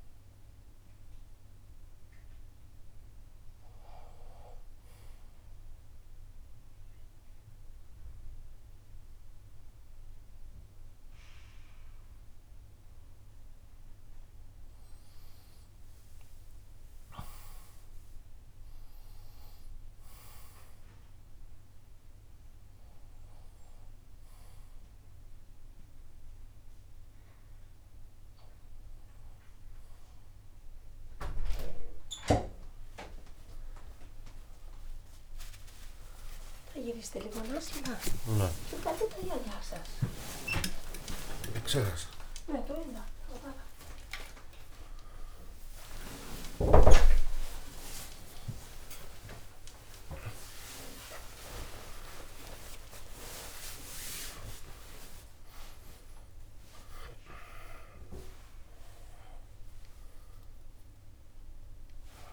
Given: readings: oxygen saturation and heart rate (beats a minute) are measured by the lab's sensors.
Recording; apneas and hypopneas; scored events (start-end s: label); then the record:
a person partly awake in a sleep study, by a room microphone; 1
0.00-1.00 s: oxygen desaturation (device-marked, oxygen 88% lowest, heart rate 63 extreme)
5.00-15.00 s: obstructive apnea (oxygen 96% before, 89% lowest, heart rate 75 before, 63 extreme, up 16 after)
18.00-30.00 s: drop in pulse transit time (device-marked, heart rate 70 before, 71 extreme)
24.00-41.00 s: oxygen desaturation (device-marked, oxygen 95% before, 89% lowest, heart rate 71 before, 68 extreme)
32.00-62.33 s: new sleep stage, awake
51.00-62.33 s: drop in pulse transit time (device-marked, heart rate 98 before, 94 extreme)
From the record:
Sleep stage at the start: N2 (light sleep); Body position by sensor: on the left side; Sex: male